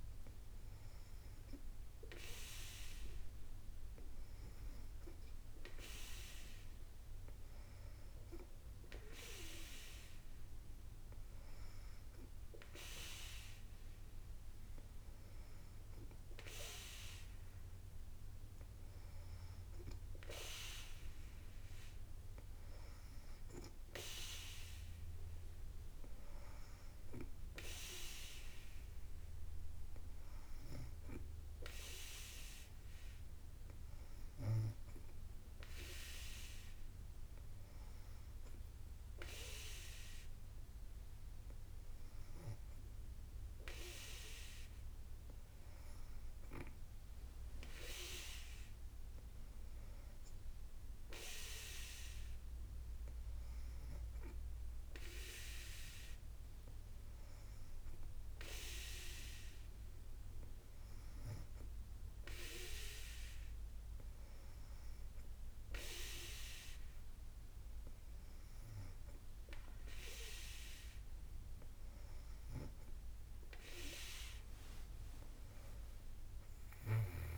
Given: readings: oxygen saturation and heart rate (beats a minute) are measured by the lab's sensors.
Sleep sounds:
breathing in sleep by a room microphone; none
12.50-26.50 s: drop in pulse transit time (device-marked, heart rate 57 before, 57 extreme)
75.00-77.38 s: arousal
76.00-77.38 s: long interval between heartbeats (device-marked, heart rate 57 before, 78 extreme)
From the record:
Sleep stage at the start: N2 (light sleep); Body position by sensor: on the back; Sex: female

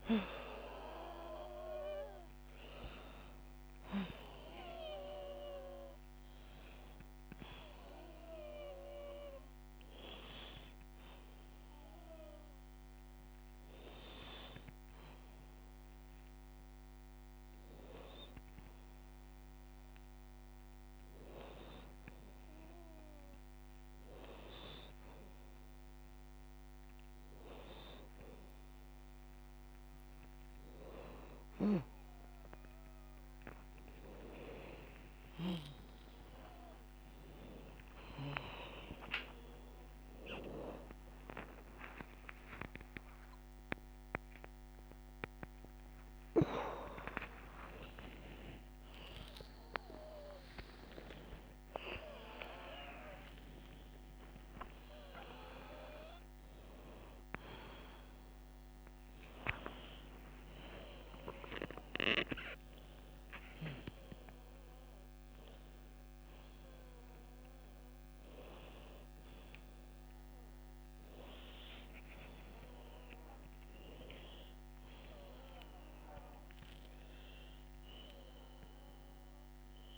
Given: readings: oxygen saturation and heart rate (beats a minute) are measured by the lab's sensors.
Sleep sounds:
a person partly awake in a sleep study, by a microphone on the trachea; none
0.00-1.50 s: drop in pulse transit time (device-marked, heart rate 57 extreme)
0.00-2.00 s: long interval between heartbeats (device-marked, heart rate 95 before, 65 extreme)
0.00-13.50 s: oxygen desaturation (device-marked, oxygen 80% lowest)
4.00-6.00 s: long interval between heartbeats (device-marked, heart rate 92 before, 73 extreme)
4.50-12.50 s: bradycardia (device-marked, heart rate 80 before, 32 extreme)
23.50-37.50 s: drop in pulse transit time (device-marked)
27.50-29.50 s: long interval between heartbeats (device-marked, heart rate 70 before, 87 extreme)
30.50-40.50 s: bradycardia (device-marked)
35.50-37.50 s: long interval between heartbeats (device-marked, heart rate 79 before, 36 extreme)
39.00-41.00 s: long interval between heartbeats (device-marked, heart rate 73 before, 36 extreme)
40.50-79.98 s: new sleep stage, awake
41.50-43.50 s: long interval between heartbeats (device-marked, heart rate 66 before, 57 extreme)
45.00-47.00 s: long interval between heartbeats (device-marked, heart rate 62 before, 89 extreme)
47.50-57.50 s: drop in pulse transit time (device-marked, heart rate 62 before, 60 extreme)
49.50-51.50 s: long interval between heartbeats (device-marked, heart rate 62 before, 82 extreme)
52.50-54.50 s: long interval between heartbeats (device-marked, heart rate 60 before, 65 extreme)
54.50-74.50 s: bradycardia (device-marked)
68.50-79.50 s: drop in pulse transit time (device-marked)
71.50-73.50 s: long interval between heartbeats (device-marked, heart rate 31 before, 26 extreme)
75.50-79.98 s: bradycardia (device-marked)
78.50-79.98 s: long interval between heartbeats (device-marked)
From the record:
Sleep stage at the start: N2 (light sleep); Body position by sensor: upright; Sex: female

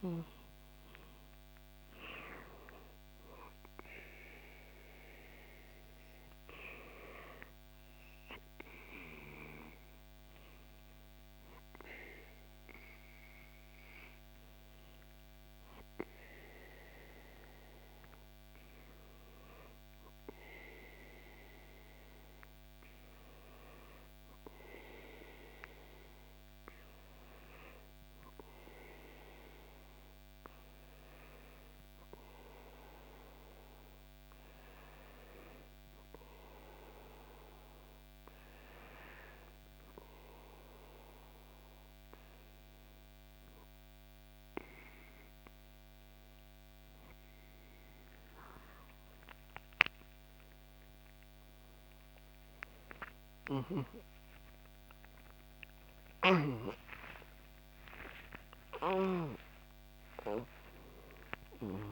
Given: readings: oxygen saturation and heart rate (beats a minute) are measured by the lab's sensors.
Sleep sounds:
breathing in sleep by a microphone on the trachea; none
47.50-61.92 s: new sleep stage, awake
From the record:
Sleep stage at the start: N2 (light sleep); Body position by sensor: on the back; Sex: male

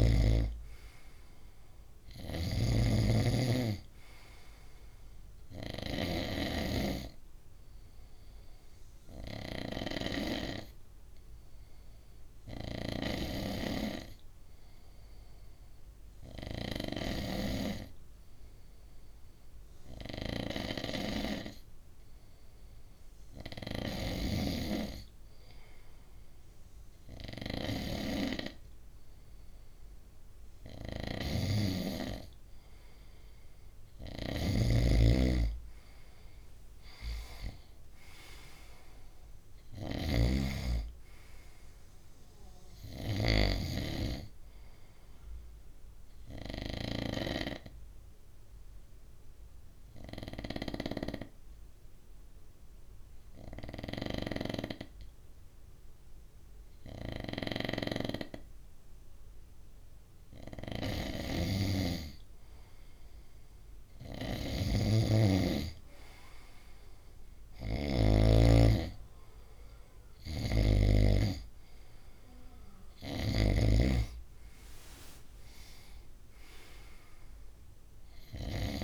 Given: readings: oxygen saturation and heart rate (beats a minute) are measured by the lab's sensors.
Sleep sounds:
breathing in sleep by a room microphone; 2
0.00-1.00 s: arousal
0.00-6.50 s: snoring (device-marked)
0.00-14.00 s: oxygen desaturation (device-marked, oxygen 94% lowest, heart rate 61 extreme)
6.00-24.50 s: hypopnea (oxygen 98% before, 94% lowest, heart rate 63 before, 60 extreme, up 2 after)
27.00-29.50 s: arousal
30.50-43.50 s: snoring (device-marked)
45.50-60.50 s: obstructive apnea (oxygen 97% before, 94% lowest, heart rate 63 before, 60 extreme, up 6 after)
60.50-78.50 s: snoring (device-marked)
63.00-65.50 s: arousal
From the record:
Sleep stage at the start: N2 (light sleep); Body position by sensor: on the right side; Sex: male

